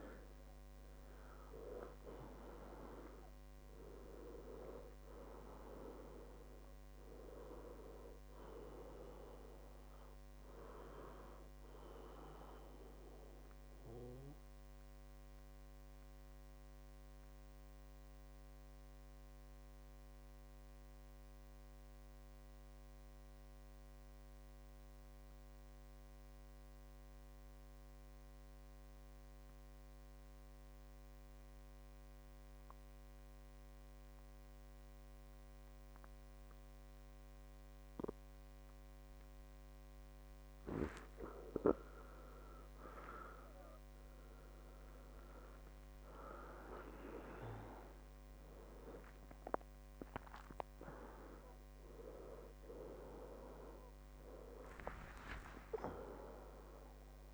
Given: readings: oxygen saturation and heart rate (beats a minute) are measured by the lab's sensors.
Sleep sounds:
breathing in sleep by a microphone on the trachea; 1
0.00-5.00 s: arousal
0.00-23.00 s: oxygen desaturation (device-marked, oxygen 91% lowest, heart rate 58 extreme)
12.50-41.00 s: mixed apnea (oxygen 98% before, 91% lowest, heart rate 71 before, 58 extreme, up 17 after)
41.00-57.34 s: oxygen desaturation (device-marked, oxygen 98% before, 92% lowest, heart rate 61 before, 58 extreme)
42.50-45.50 s: arousal
From the record:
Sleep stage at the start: N2 (light sleep); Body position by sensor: on the back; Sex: male

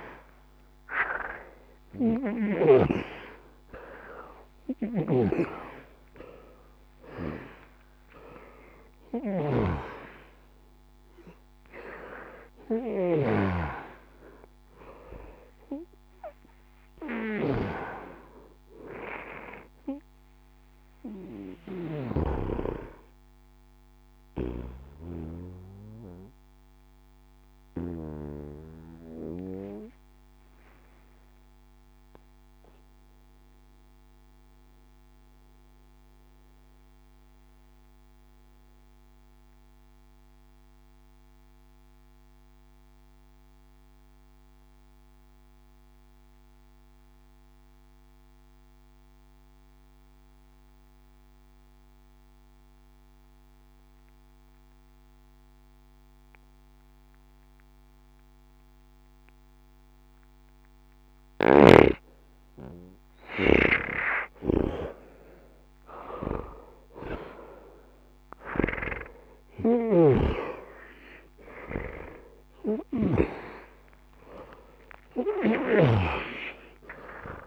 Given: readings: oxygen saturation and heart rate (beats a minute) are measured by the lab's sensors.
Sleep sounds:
breathing in sleep by a microphone on the trachea; 1
0.00-6.00 s: arousal
0.00-40.50 s: oxygen desaturation (device-marked, oxygen 81% lowest, heart rate 60 extreme)
29.00-61.00 s: mixed apnea (oxygen 95% before, 80% lowest, heart rate 68 before, 61 extreme, up 26 after)
60.50-77.47 s: oxygen desaturation (device-marked, oxygen 98% before, 80% lowest, heart rate 61 before, 61 extreme)
67.50-74.50 s: arousal
From the record:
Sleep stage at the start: N2 (light sleep); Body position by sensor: on the back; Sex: male

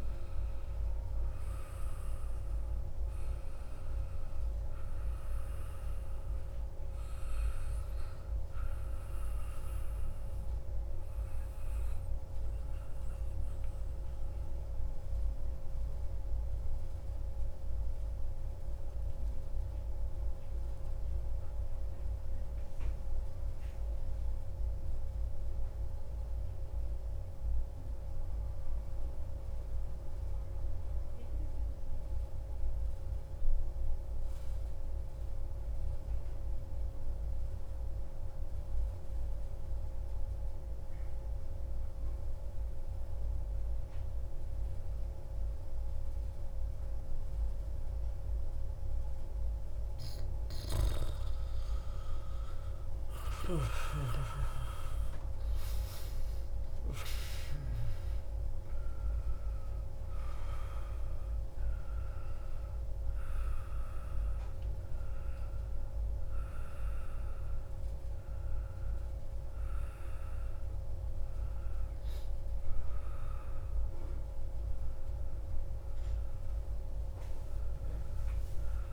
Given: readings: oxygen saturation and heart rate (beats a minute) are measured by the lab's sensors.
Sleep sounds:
breathing in sleep, hard to hear, by a room microphone; 1
0.00-21.00 s: oxygen desaturation (device-marked, oxygen 93% lowest)
10.00-48.50 s: mixed apnea (oxygen 97% before, 89% lowest)
40.00-76.00 s: oxygen desaturation (device-marked, oxygen 96% before, 89% lowest)
50.00-54.00 s: arousal
From the record:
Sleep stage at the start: N2 (light sleep); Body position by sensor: on the back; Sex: male

